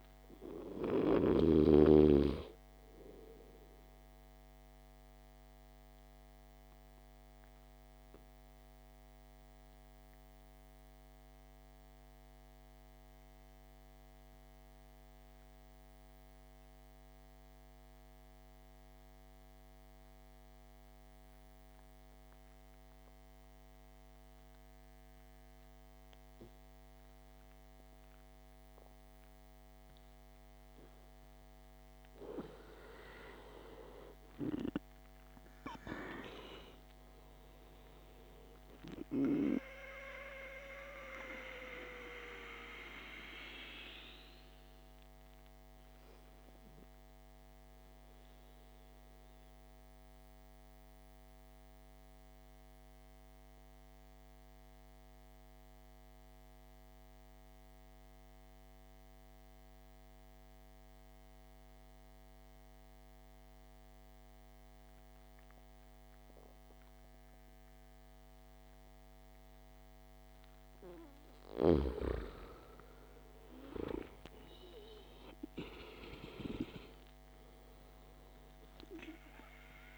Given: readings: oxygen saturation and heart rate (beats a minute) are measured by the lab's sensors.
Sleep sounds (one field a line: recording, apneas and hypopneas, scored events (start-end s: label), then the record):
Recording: breathing in sleep by a microphone on the trachea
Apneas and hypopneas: 2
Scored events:
0.00-1.50 s: snoring (device-marked)
0.00-27.00 s: oxygen desaturation (device-marked, oxygen 87% lowest, heart rate 51 extreme)
4.00-31.00 s: mixed apnea (oxygen 99% before, 83% lowest, heart rate 57 before, 51 extreme, up 7 after)
29.00-63.00 s: oxygen desaturation (device-marked, oxygen 99% before, 83% lowest, heart rate 55 before, 53 extreme)
33.50-36.00 s: arousal
39.50-70.50 s: obstructive apnea (oxygen 99% before, 83% lowest, heart rate 56 before, 52 extreme, up 13 after)
72.50-75.50 s: arousal
74.00-79.98 s: oxygen desaturation (device-marked, oxygen 99% before, 83% lowest, heart rate 55 before, 52 extreme)
From the record:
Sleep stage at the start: N2 (light sleep)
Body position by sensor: on the back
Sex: male